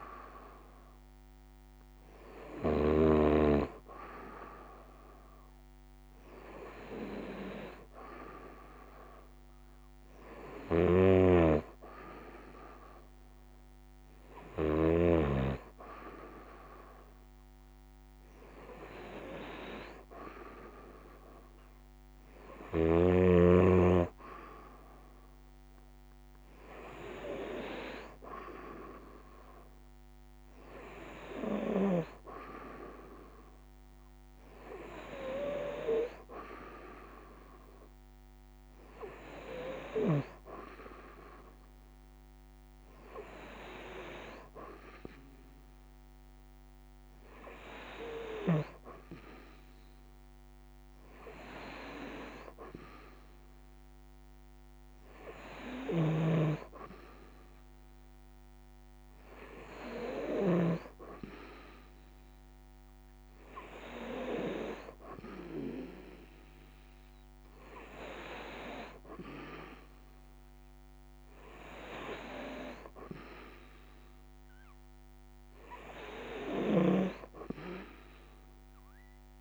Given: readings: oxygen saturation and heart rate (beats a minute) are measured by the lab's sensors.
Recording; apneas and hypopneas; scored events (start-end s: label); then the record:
breathing in sleep by a microphone on the trachea; none
0.00-2.50 s: snoring (device-marked)
10.00-14.00 s: snoring (device-marked)
55.00-60.00 s: snoring (device-marked)
76.00-79.41 s: snoring (device-marked)
From the record:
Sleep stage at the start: N2 (light sleep); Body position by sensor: on the right side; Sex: female